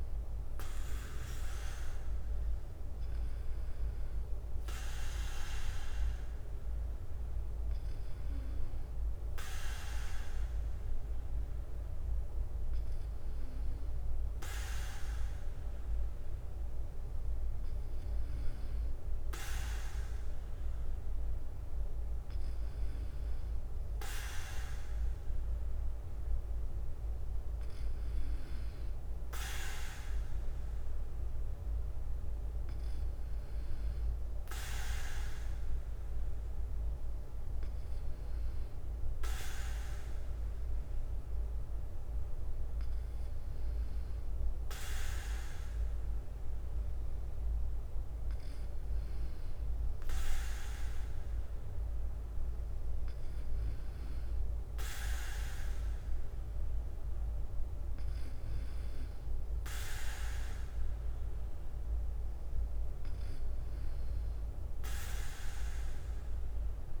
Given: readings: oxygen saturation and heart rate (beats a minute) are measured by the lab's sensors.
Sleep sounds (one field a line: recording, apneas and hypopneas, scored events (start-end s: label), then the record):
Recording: breathing in sleep by a room microphone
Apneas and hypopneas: none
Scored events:
0.00-67.00 s: bradycardia (device-marked, heart rate 52 extreme)
From the record:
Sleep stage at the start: N2 (light sleep)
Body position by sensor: on the back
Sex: male